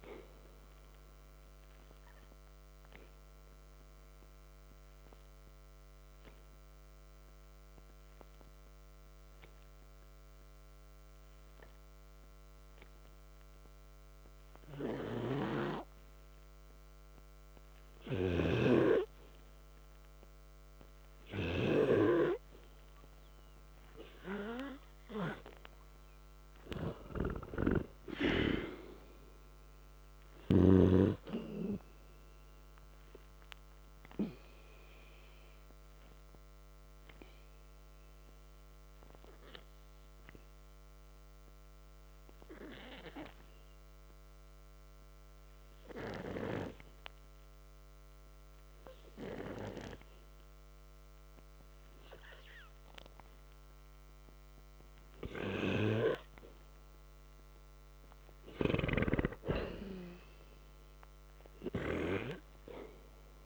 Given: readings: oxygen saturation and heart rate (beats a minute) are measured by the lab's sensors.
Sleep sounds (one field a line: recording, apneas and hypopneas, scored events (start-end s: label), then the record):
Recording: breathing in sleep by a microphone on the trachea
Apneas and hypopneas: 2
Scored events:
3.50-23.50 s: hypopnea (oxygen 96% before, 88% lowest, heart rate 55 before, 53 extreme, up 6 after)
8.00-23.00 s: oxygen desaturation (device-marked, oxygen 96% before, 88% lowest, heart rate 55 before, 53 extreme)
26.50-30.50 s: arousal
35.00-55.00 s: hypopnea (oxygen 96% before, 89% lowest, heart rate 56 before, 53 extreme, up 0 after)
55.00-63.46 s: oxygen desaturation (device-marked, oxygen 93% before, 89% lowest, heart rate 57 before, 52 extreme)
57.00-60.00 s: arousal
From the record:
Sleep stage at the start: N2 (light sleep)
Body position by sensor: on the back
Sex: male